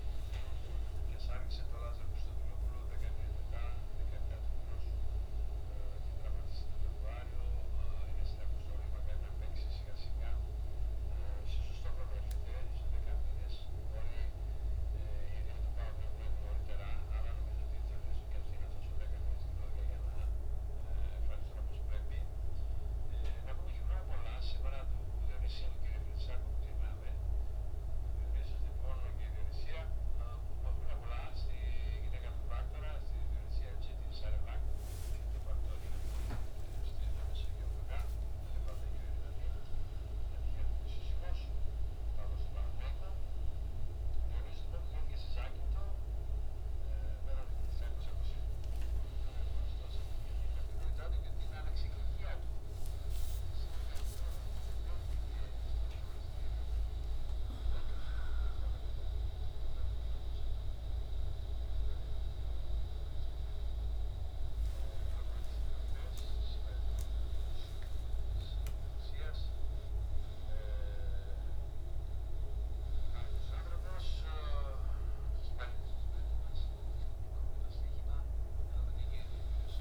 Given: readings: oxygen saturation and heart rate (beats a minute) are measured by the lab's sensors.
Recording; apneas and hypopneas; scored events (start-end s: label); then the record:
a person awake in a sleep study, by a room microphone; none
0.00-1.50 s: long interval between heartbeats (device-marked, heart rate 77 extreme)
2.50-19.50 s: oxygen desaturation (device-marked, oxygen 97% before, 93% lowest, heart rate 75 before, 69 extreme)
35.00-38.50 s: arousal
37.00-39.00 s: long interval between heartbeats (device-marked, heart rate 70 before, 91 extreme)
54.00-56.00 s: long interval between heartbeats (device-marked, heart rate 83 before, 79 extreme)
57.50-59.50 s: long interval between heartbeats (device-marked, heart rate 85 before, 115 extreme)
66.00-70.00 s: arousal
66.50-68.50 s: long interval between heartbeats (device-marked, heart rate 86 before, 87 extreme)
From the record:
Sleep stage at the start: awake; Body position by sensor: on the back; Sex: male